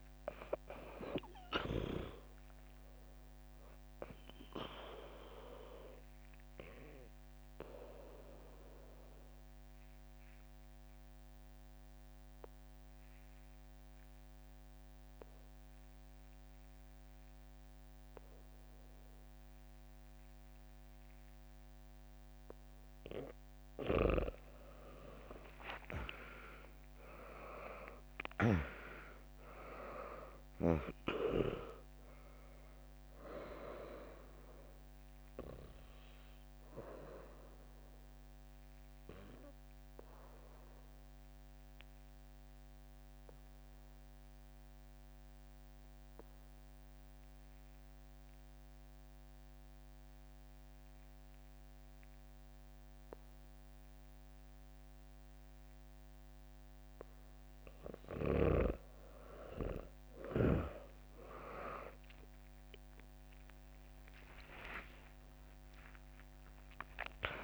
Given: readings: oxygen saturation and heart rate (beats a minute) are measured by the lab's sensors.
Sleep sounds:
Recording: breathing in sleep by a microphone on the trachea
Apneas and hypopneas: 2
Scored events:
0.00-5.50 s: drop in pulse transit time (device-marked, heart rate 61 extreme)
2.50-32.50 s: new sleep stage, N1 (lightest sleep)
5.50-24.00 s: obstructive apnea (oxygen 100% before, 95% lowest, heart rate 65 before, 63 extreme, up 4 after)
26.50-38.50 s: drop in pulse transit time (device-marked, heart rate 65 before, 63 extreme)
32.50-67.44 s: new sleep stage, N2 (light sleep)
38.50-59.00 s: obstructive apnea (oxygen 99% before, 95% lowest, heart rate 68 before, 59 extreme, up 11 after)
61.50-66.50 s: arousal
63.50-67.44 s: drop in pulse transit time (device-marked, heart rate 68 before, 63 extreme)
From the record:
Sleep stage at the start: N2 (light sleep)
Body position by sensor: on the back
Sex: female

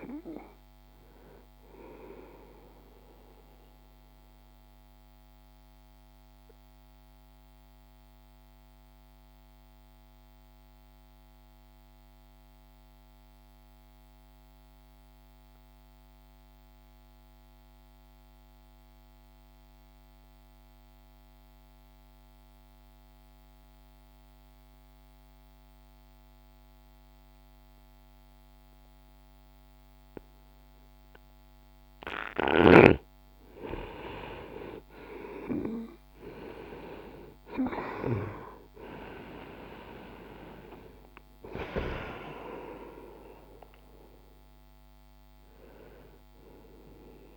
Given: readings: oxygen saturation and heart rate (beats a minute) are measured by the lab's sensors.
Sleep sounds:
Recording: breathing in sleep by a microphone on the trachea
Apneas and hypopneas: 1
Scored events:
4.00-23.00 s: oxygen desaturation (device-marked, oxygen 93% before, 84% lowest)
5.00-32.00 s: obstructive apnea (oxygen 98% before, 84% lowest)
30.00-47.37 s: oxygen desaturation (device-marked, oxygen 98% before, 91% lowest)
34.00-39.00 s: arousal
From the record:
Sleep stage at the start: N2 (light sleep)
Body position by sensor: on the back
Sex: male

